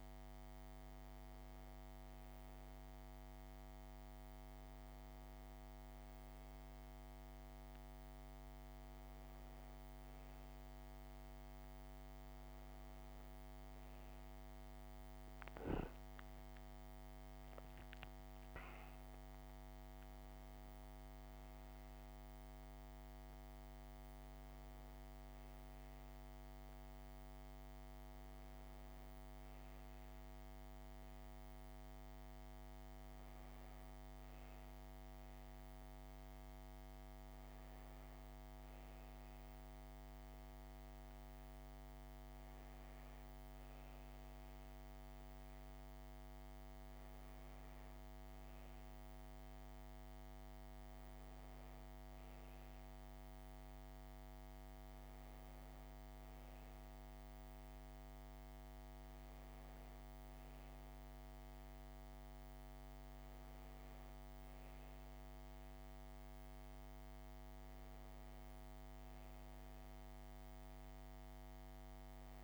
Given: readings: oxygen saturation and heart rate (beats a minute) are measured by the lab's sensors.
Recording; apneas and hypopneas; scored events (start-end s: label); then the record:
breathing in sleep, hard to hear, by a microphone on the trachea; none
16.00-20.00 s: arousal
From the record:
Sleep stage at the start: N1 (lightest sleep); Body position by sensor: on the back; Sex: female